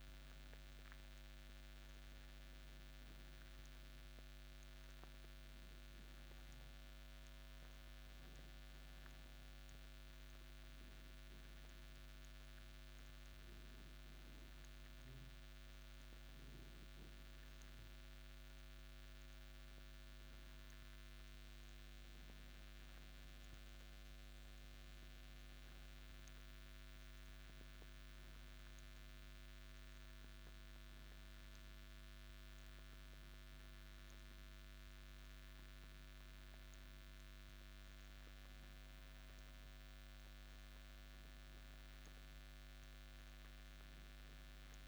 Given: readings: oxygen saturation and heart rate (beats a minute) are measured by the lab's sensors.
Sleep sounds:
a person partly awake in a sleep study, hard to hear, by a microphone on the trachea; none
29.50-44.88 s: new sleep stage, awake
From the record:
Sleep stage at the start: N1 (lightest sleep); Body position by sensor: on the back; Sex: male

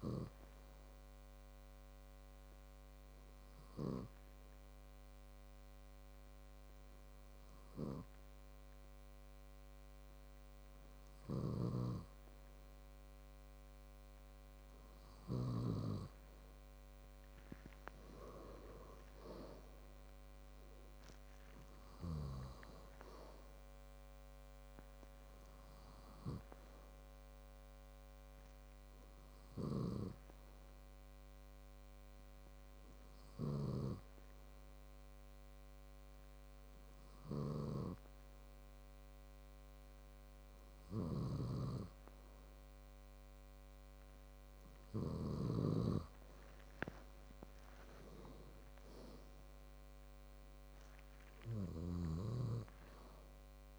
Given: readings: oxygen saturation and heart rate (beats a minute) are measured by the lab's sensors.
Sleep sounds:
breathing in sleep by a microphone on the trachea; 2
0.50-15.50 s: obstructive apnea (oxygen 98% before, 95% lowest, heart rate 59 before, 55 extreme, up 10 after)
20.50-24.50 s: arousal
29.50-44.00 s: obstructive apnea (oxygen 98% before, 94% lowest, heart rate 62 before, 55 extreme, up 14 after)
42.00-46.50 s: snoring (device-marked)
48.50-52.00 s: arousal
From the record:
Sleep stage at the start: N2 (light sleep); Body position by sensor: on the back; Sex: male

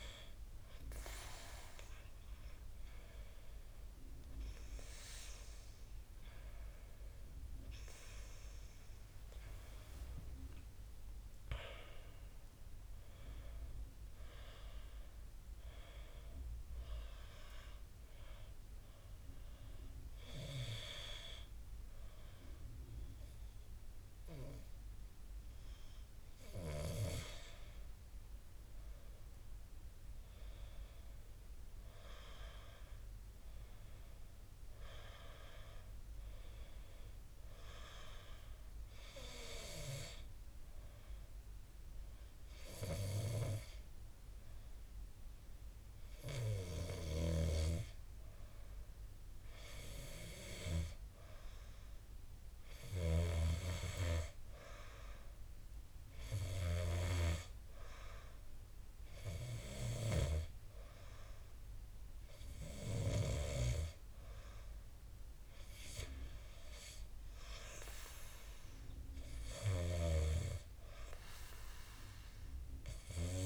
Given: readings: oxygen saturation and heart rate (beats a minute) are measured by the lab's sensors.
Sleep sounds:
breathing in sleep by a room microphone; 2
18.00-28.00 s: hypopnea (oxygen 97% before, 93% lowest, heart rate 58 before, 50 extreme, up 10 after)
31.00-34.50 s: arousal
39.00-51.50 s: hypopnea (oxygen 96% before, 92% lowest, heart rate 56 before, 50 extreme, up 8 after)
53.50-57.00 s: arousal
61.00-70.00 s: oxygen desaturation (device-marked, oxygen 96% before, 93% lowest, heart rate 54 before, 56 extreme)
From the record:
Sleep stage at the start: N2 (light sleep); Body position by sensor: on the back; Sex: male

